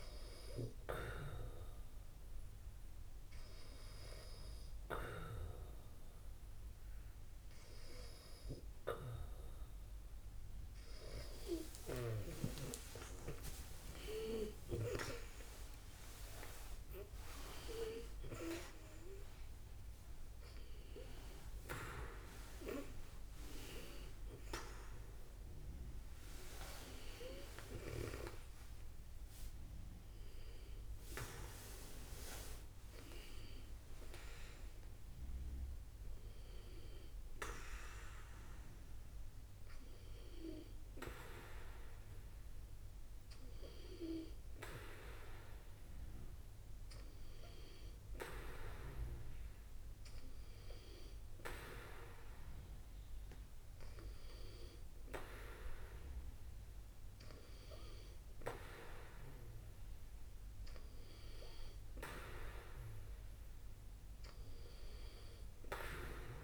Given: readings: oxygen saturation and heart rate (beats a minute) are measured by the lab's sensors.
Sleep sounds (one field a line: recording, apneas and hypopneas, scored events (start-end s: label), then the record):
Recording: a person partly awake in a sleep study, by a room microphone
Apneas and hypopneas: none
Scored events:
29.00-66.44 s: new sleep stage, N2 (light sleep)
From the record:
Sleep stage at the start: awake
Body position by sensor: on the back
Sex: female